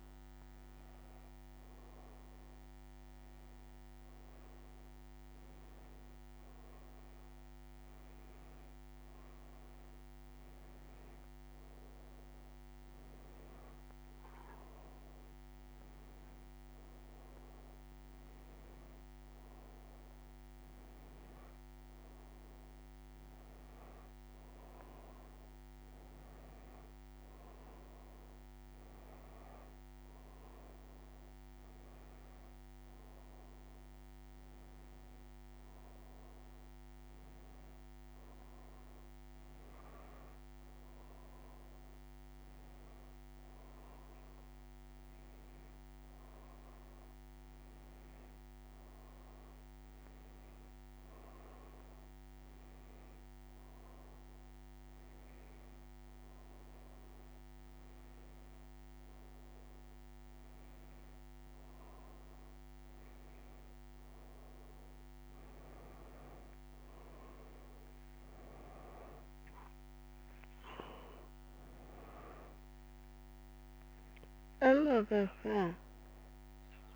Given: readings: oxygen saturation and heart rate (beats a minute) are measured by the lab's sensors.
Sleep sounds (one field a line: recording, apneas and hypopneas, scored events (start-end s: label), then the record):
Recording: breathing in sleep, hard to hear, by a microphone on the trachea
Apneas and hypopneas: none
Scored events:
6.50-66.50 s: new sleep stage, N1 (lightest sleep)
66.50-76.96 s: new sleep stage, awake
From the record:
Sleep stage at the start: N2 (light sleep)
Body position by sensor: on the back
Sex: female